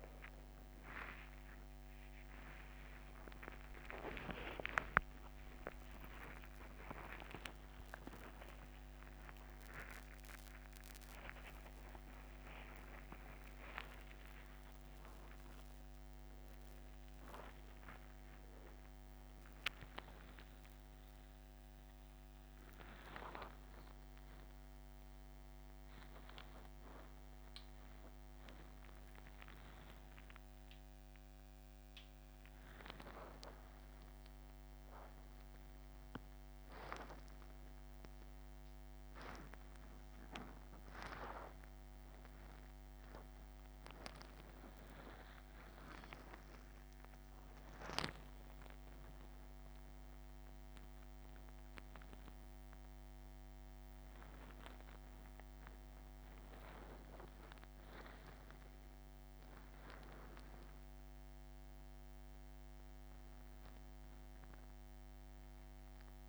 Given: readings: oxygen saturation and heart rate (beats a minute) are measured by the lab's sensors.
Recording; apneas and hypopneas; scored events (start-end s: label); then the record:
a person awake in a sleep study, by a microphone on the trachea; none
5.00-7.00 s: long interval between heartbeats (device-marked, heart rate 94 before, 69 extreme)
7.00-9.00 s: long interval between heartbeats (device-marked, heart rate 97 before, 106 extreme)
9.00-11.00 s: long interval between heartbeats (device-marked, heart rate 102 before, 140 extreme)
11.00-13.00 s: long interval between heartbeats (device-marked, heart rate 108 before, 169 extreme)
14.50-16.50 s: long interval between heartbeats (device-marked, heart rate 114 before, 154 extreme)
18.50-20.50 s: long interval between heartbeats (device-marked, heart rate 118 before, 150 extreme)
26.50-28.50 s: long interval between heartbeats (device-marked, heart rate 139 before, 60 extreme)
29.00-31.00 s: long interval between heartbeats (device-marked, heart rate 135 before, 89 extreme)
31.50-33.50 s: long interval between heartbeats (device-marked, heart rate 129 before, 183 extreme)
35.00-37.00 s: long interval between heartbeats (device-marked, heart rate 133 before, 191 extreme)
38.50-40.50 s: long interval between heartbeats (device-marked, heart rate 142 before, 187 extreme)
40.50-42.50 s: long interval between heartbeats (device-marked, heart rate 146 before, 185 extreme)
43.00-45.00 s: long interval between heartbeats (device-marked, heart rate 150 before, 184 extreme)
45.00-47.00 s: long interval between heartbeats (device-marked, heart rate 154 before, 174 extreme)
47.00-49.00 s: long interval between heartbeats (device-marked, heart rate 168 before, 181 extreme)
49.50-51.50 s: long interval between heartbeats (device-marked, heart rate 185 before, 188 extreme)
54.00-56.00 s: long interval between heartbeats (device-marked, heart rate 190 before, 160 extreme)
56.50-58.50 s: long interval between heartbeats (device-marked, heart rate 185 before, 156 extreme)
58.50-60.50 s: long interval between heartbeats (device-marked, heart rate 181 before, 175 extreme)
61.50-63.50 s: long interval between heartbeats (device-marked, heart rate 178 before, 178 extreme)
From the record:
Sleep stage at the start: awake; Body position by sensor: upright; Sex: male